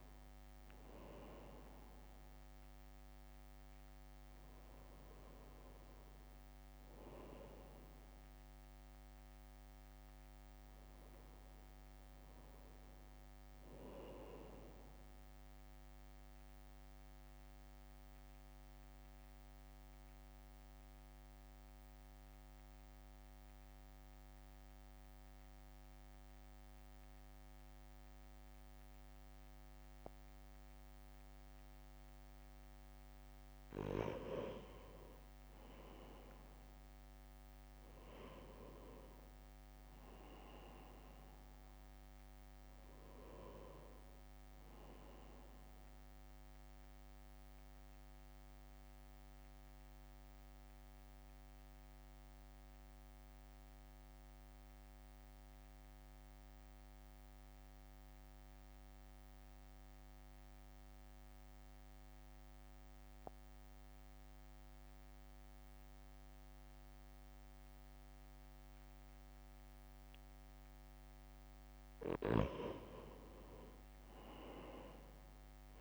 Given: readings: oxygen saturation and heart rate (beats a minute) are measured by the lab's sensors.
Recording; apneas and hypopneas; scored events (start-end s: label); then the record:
breathing in sleep by a microphone on the trachea; 2
0.00-4.50 s: oxygen desaturation (device-marked, oxygen 86% lowest, heart rate 54 extreme)
0.00-12.50 s: drop in pulse transit time (device-marked, heart rate 54 extreme)
15.50-32.50 s: central apnea (oxygen 91% before, 85% lowest, heart rate 62 before, 62 extreme, up 1 after)
36.00-40.00 s: arousal
42.50-60.50 s: oxygen desaturation (device-marked, oxygen 98% before, 93% lowest, heart rate 68 before, 57 extreme)
47.00-71.50 s: mixed apnea (oxygen 98% before, 89% lowest, heart rate 67 before, 57 extreme, up 1 after)
71.50-75.81 s: oxygen desaturation (device-marked, oxygen 97% before, 90% lowest, heart rate 64 before, 56 extreme)
73.50-75.81 s: arousal
From the record:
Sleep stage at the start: N2 (light sleep); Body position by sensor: on the right side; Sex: male